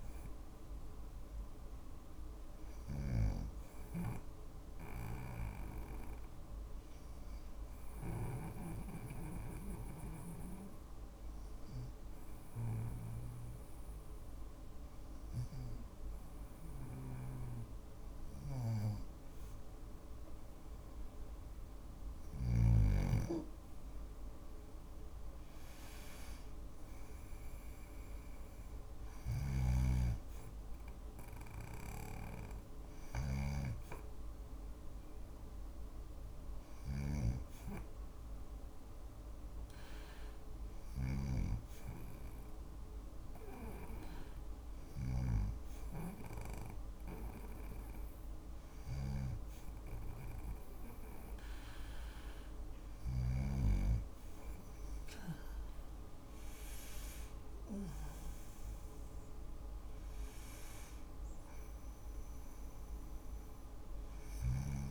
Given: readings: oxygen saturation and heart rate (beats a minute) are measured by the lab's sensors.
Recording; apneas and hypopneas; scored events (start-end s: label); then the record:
breathing in sleep by a room microphone; 2
0.00-7.50 s: snoring (device-marked)
3.50-15.50 s: hypopnea (oxygen 98% before, 94% lowest, heart rate 54 before, 51 extreme, up 4 after)
21.50-24.50 s: arousal
28.00-40.50 s: snoring (device-marked)
37.00-50.00 s: hypopnea (oxygen 97% before, 94% lowest, heart rate 54 before, 52 extreme, up 4 after)
47.50-52.50 s: snoring (device-marked)
54.50-59.00 s: arousal
63.00-64.90 s: snoring (device-marked)
From the record:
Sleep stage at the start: N2 (light sleep); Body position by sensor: on the back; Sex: female